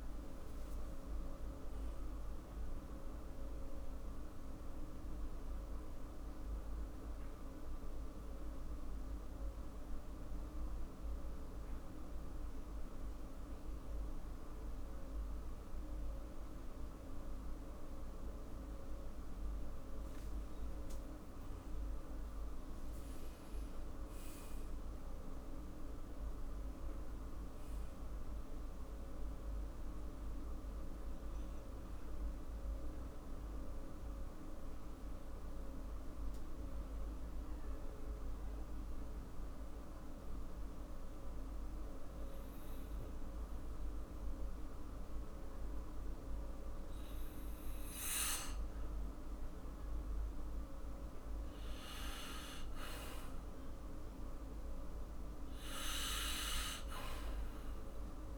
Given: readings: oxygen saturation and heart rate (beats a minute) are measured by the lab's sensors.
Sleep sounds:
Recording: breathing in sleep, hard to hear, by a room microphone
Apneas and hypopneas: 2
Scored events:
7.00-19.00 s: hypopnea (oxygen 99% before, 96% lowest, heart rate 67 before, 51 extreme, up 4 after)
22.50-28.50 s: oxygen desaturation (device-marked, oxygen 99% before, 96% lowest, heart rate 56 before, 51 extreme)
24.00-28.50 s: arousal
33.50-47.50 s: mixed apnea (oxygen 99% before, 96% lowest, heart rate 55 before, 51 extreme, up 3 after)
49.00-54.50 s: arousal
From the record:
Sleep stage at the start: N2 (light sleep)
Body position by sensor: on the back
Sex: male

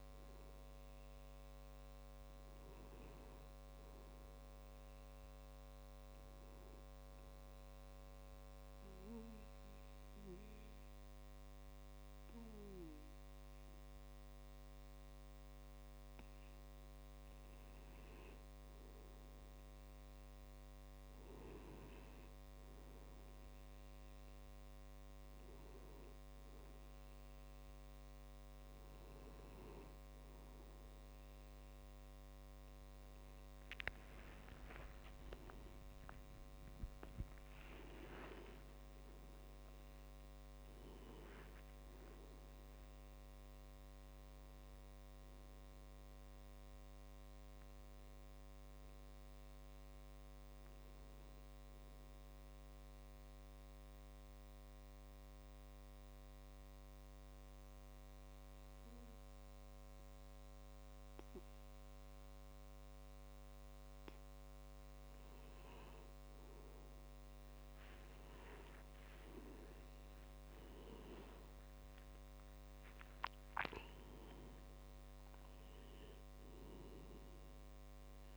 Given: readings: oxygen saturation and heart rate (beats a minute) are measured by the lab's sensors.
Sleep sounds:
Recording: breathing in sleep, hard to hear, by a microphone on the trachea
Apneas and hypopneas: 2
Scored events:
7.50-17.50 s: obstructive apnea (oxygen 98% before, 94% lowest, heart rate 56 before, 53 extreme, up 16 after)
19.50-22.00 s: arousal
33.50-39.50 s: tachycardia (device-marked, heart rate 60 before, 120 extreme)
35.00-38.50 s: arousal
53.00-64.00 s: obstructive apnea (oxygen 97% before, 93% lowest, heart rate 86 before, 51 extreme, up 60 after)
64.50-78.37 s: new sleep stage, awake
68.50-78.37 s: tachycardia (device-marked, heart rate 61 before, 149 extreme)
74.50-78.37 s: oxygen desaturation (device-marked, oxygen 96% before, 93% lowest, heart rate 67 before, 52 extreme)
From the record:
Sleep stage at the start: N2 (light sleep)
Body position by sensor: on the back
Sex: male

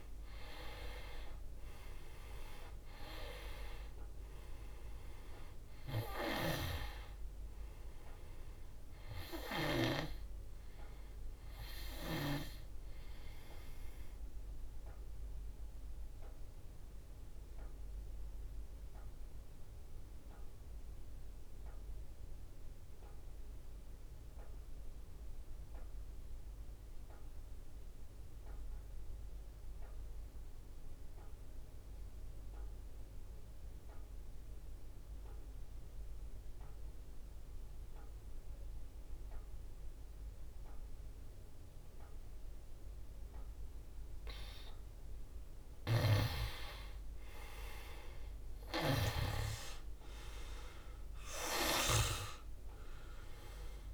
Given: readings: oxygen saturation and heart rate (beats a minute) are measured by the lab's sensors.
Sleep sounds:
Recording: breathing in sleep by a room microphone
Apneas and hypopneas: 1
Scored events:
0.00-2.50 s: arousal
0.00-25.00 s: oxygen desaturation (device-marked, oxygen 86% lowest, heart rate 60 extreme)
14.50-43.00 s: obstructive apnea (oxygen 96% before, 86% lowest, heart rate 68 before, 60 extreme, up 7 after)
38.00-53.93 s: oxygen desaturation (device-marked, oxygen 98% before, 87% lowest, heart rate 61 before, 60 extreme)
46.00-49.50 s: arousal
From the record:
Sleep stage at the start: N2 (light sleep)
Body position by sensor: on the back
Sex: male

